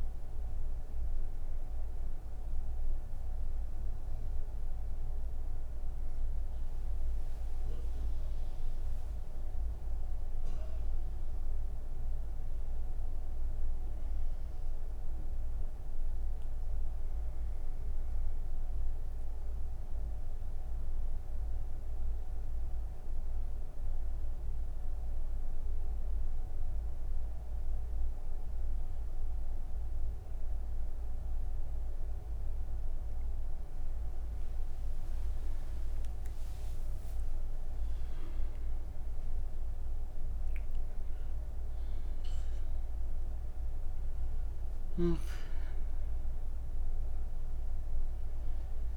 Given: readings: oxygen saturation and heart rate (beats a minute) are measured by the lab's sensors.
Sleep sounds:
breathing in sleep, hard to hear, by a room microphone; 1
16.00-32.00 s: obstructive apnea (oxygen 98% before, 91% lowest)
20.00-48.97 s: new sleep stage, N3 (deep sleep)
From the record:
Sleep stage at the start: N1 (lightest sleep); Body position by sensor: on the right side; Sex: female

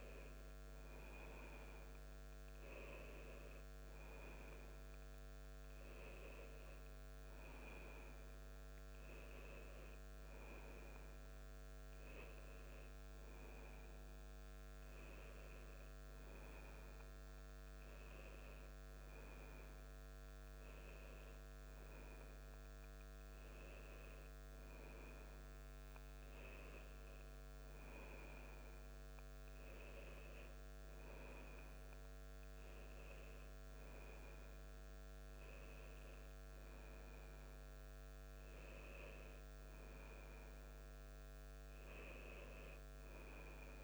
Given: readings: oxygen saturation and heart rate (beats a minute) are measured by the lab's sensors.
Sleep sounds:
a person awake in a sleep study, hard to hear, by a microphone on the trachea; none
none scored
From the record:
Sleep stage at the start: awake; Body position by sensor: on the back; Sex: male

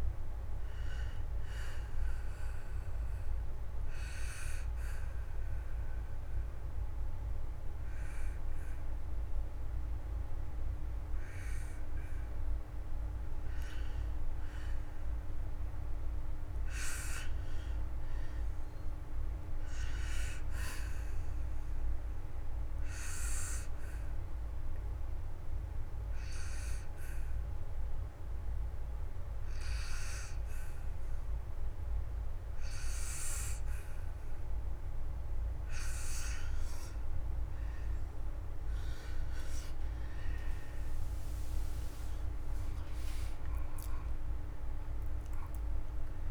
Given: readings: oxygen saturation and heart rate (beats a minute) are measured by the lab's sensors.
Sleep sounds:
breathing in sleep by a room microphone; 2
0.00-12.00 s: oxygen desaturation (device-marked, oxygen 89% lowest)
2.50-12.50 s: obstructive apnea (oxygen 96% before, 86% lowest)
14.00-17.00 s: arousal
19.00-32.00 s: oxygen desaturation (device-marked, oxygen 95% before, 88% lowest)
22.50-35.50 s: obstructive apnea (oxygen 96% before, 86% lowest)
38.00-42.00 s: arousal
38.00-46.31 s: oxygen desaturation (device-marked, oxygen 95% before, 86% lowest, heart rate 73 before, 26 extreme)
From the record:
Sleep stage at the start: N2 (light sleep); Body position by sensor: on the back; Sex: male

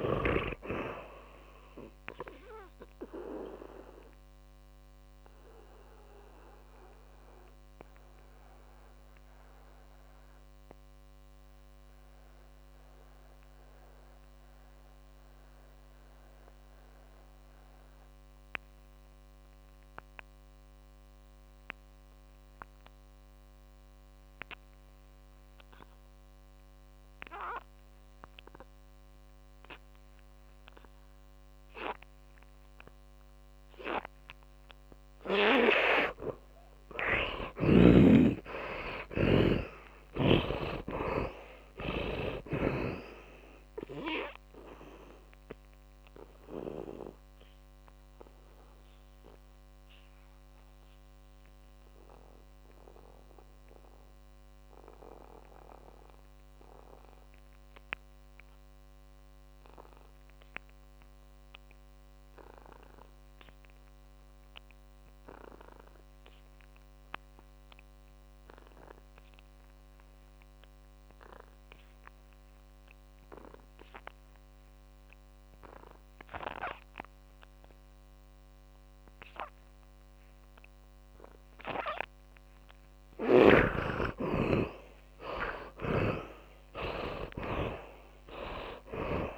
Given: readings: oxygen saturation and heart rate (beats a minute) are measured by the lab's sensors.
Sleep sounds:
breathing in sleep by a microphone on the trachea; 2
0.00-1.00 s: tachycardia (device-marked, heart rate 103 extreme)
0.00-21.00 s: oxygen desaturation (device-marked, oxygen 67% lowest, heart rate 42 extreme)
4.00-36.50 s: mixed apnea (heart rate 62 before, 52 extreme, up 28 after)
31.00-64.00 s: oxygen desaturation (device-marked, oxygen 100% before, 74% lowest, heart rate 65 before, 46 extreme)
37.50-41.50 s: arousal
45.50-82.50 s: mixed apnea
84.50-89.38 s: arousal
85.50-89.38 s: snoring (device-marked)
From the record:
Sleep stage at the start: N2 (light sleep); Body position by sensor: on the back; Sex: male

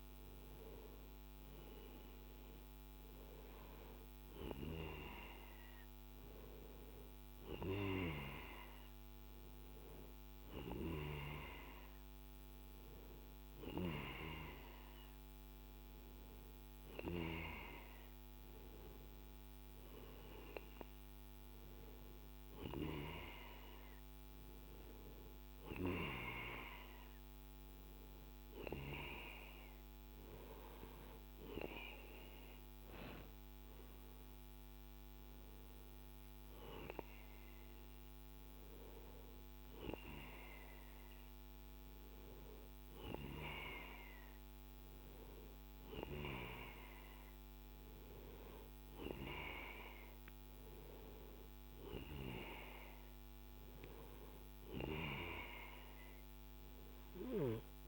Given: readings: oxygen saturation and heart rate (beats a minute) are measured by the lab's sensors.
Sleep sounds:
breathing in sleep by a microphone on the trachea; none
none scored
From the record:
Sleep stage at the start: N2 (light sleep); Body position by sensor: on the right side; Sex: male

